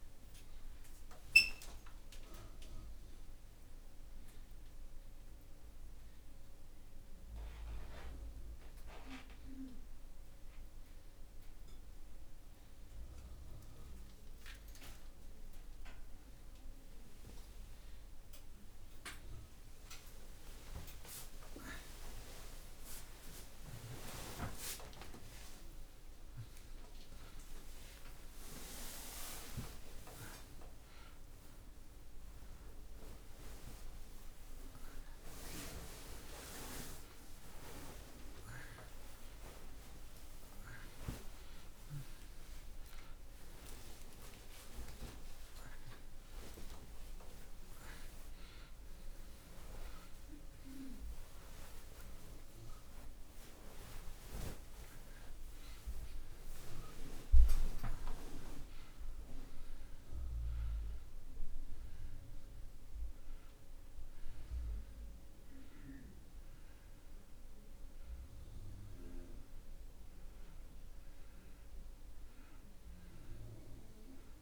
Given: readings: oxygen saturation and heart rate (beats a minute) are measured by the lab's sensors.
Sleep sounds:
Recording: a person awake in a sleep study, by a room microphone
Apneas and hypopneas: none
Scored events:
18.00-22.00 s: oxygen desaturation (device-marked, oxygen 95% before, 92% lowest)
51.00-63.00 s: oxygen desaturation (device-marked, oxygen 95% before, 91% lowest)
65.00-74.42 s: new sleep stage, N2 (light sleep)
From the record:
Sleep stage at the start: awake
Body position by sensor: on the back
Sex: male

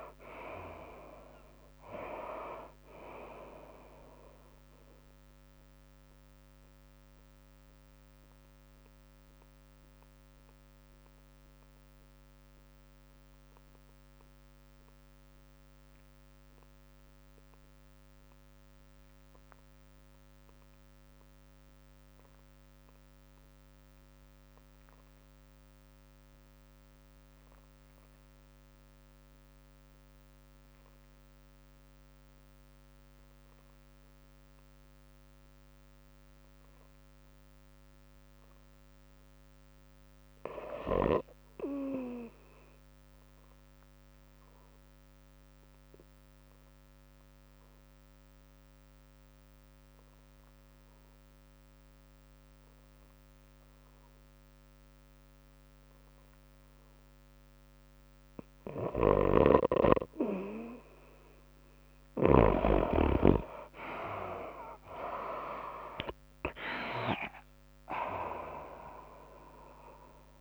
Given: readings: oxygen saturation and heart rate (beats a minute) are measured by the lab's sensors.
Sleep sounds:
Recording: breathing in sleep by a microphone on the trachea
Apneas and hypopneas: 1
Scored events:
0.00-12.50 s: oxygen desaturation (device-marked, oxygen 68% lowest, heart rate 92 extreme)
0.00-14.50 s: drop in pulse transit time (device-marked, heart rate 111 extreme)
0.00-23.50 s: tachycardia (device-marked, heart rate 122 extreme)
5.50-58.00 s: obstructive apnea (oxygen 97% before, 58% lowest, heart rate 114 before, 92 extreme, up 1 after)
13.50-70.41 s: new sleep stage, REM sleep
17.50-55.50 s: oxygen desaturation (device-marked, oxygen 97% before, 64% lowest, heart rate 114 before, 92 extreme)
25.50-27.50 s: long interval between heartbeats (device-marked, heart rate 109 before, 94 extreme)
39.50-51.50 s: drop in pulse transit time (device-marked, heart rate 99 before, 96 extreme)
47.50-53.50 s: tachycardia (device-marked, heart rate 104 before, 103 extreme)
59.50-63.00 s: snoring (device-marked)
60.50-70.41 s: oxygen desaturation (device-marked, oxygen 70% before, 58% lowest, heart rate 98 before, 105 extreme)
61.00-65.00 s: arousal
63.50-70.41 s: tachycardia (device-marked, heart rate 104 before, 122 extreme)
67.50-70.41 s: drop in pulse transit time (device-marked, heart rate 98 before, 108 extreme)
From the record:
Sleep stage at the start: N2 (light sleep)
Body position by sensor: on the back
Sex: female

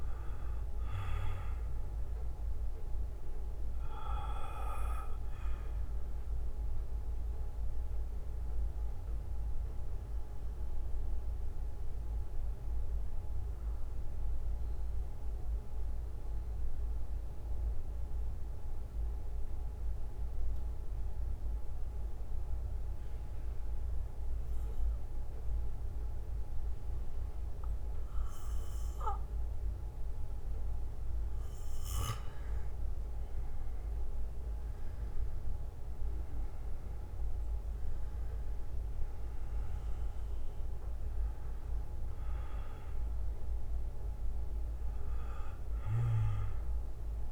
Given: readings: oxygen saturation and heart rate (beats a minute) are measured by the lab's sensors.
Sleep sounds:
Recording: breathing in sleep by a room microphone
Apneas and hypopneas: 1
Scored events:
4.00-26.00 s: oxygen desaturation (device-marked, oxygen 98% before, 91% lowest, heart rate 62 before, 49 extreme)
5.00-27.00 s: bradycardia (device-marked, heart rate 60 before, 49 extreme)
8.50-31.00 s: central apnea (oxygen 98% before, 91% lowest, heart rate 64 before, 49 extreme, up 12 after)
34.50-39.50 s: arousal
41.00-47.31 s: bradycardia (device-marked, heart rate 60 before, 52 extreme)
43.00-47.31 s: oxygen desaturation (device-marked, oxygen 97% before, 93% lowest, heart rate 62 before, 51 extreme)
From the record:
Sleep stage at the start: N2 (light sleep)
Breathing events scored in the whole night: 228 in 4.2 hours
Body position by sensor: on the back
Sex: male

